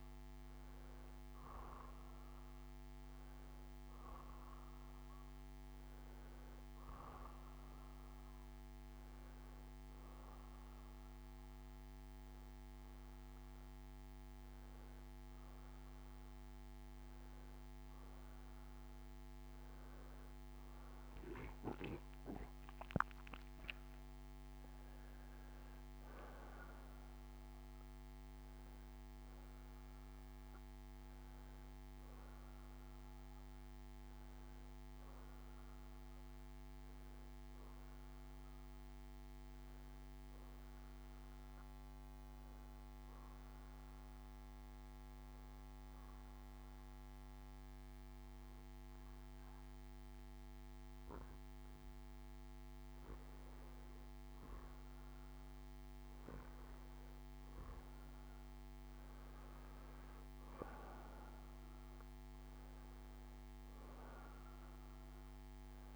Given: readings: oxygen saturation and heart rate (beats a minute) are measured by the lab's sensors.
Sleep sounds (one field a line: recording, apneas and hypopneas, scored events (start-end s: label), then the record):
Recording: breathing in sleep, hard to hear, by a microphone on the trachea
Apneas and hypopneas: 2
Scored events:
0.00-3.50 s: oxygen desaturation (device-marked, oxygen 90% lowest, heart rate 48 extreme)
0.00-21.50 s: bradycardia (device-marked, heart rate 48 extreme)
7.00-17.50 s: hypopnea (oxygen 94% before, 90% lowest, heart rate 58 before, 48 extreme, up 5 after)
20.00-24.00 s: arousal
41.50-52.50 s: obstructive apnea (oxygen 94% before, 90% lowest, heart rate 63 before, 51 extreme, up 3 after)
55.00-58.00 s: arousal
56.50-65.96 s: oxygen desaturation (device-marked, oxygen 94% before, 90% lowest, heart rate 65 before, 51 extreme)
63.50-65.96 s: bradycardia (device-marked, heart rate 65 before, 59 extreme)
From the record:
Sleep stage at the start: N2 (light sleep)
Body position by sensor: on the back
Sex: male